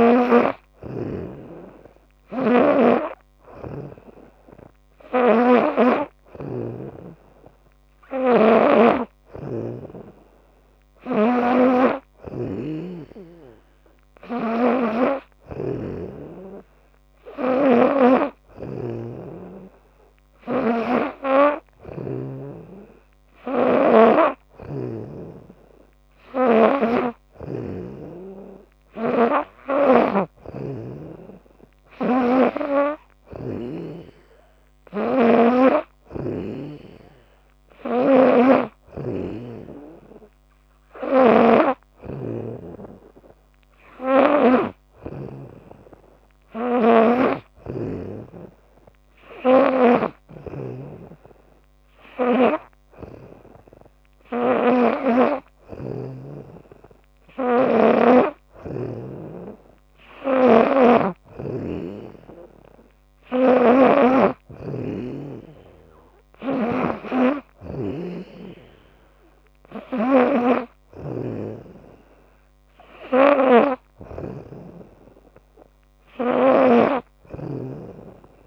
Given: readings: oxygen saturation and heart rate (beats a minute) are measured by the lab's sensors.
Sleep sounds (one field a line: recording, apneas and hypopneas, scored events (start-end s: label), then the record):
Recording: breathing in sleep by a microphone on the trachea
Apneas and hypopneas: none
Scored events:
0.00-22.00 s: snoring (device-marked)
24.00-27.50 s: snoring (device-marked)
29.50-33.50 s: snoring (device-marked)
40.50-45.00 s: snoring (device-marked)
49.50-55.50 s: snoring (device-marked)
60.00-74.00 s: snoring (device-marked)
76.00-78.47 s: snoring (device-marked)
From the record:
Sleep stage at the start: N2 (light sleep)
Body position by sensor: on the back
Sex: female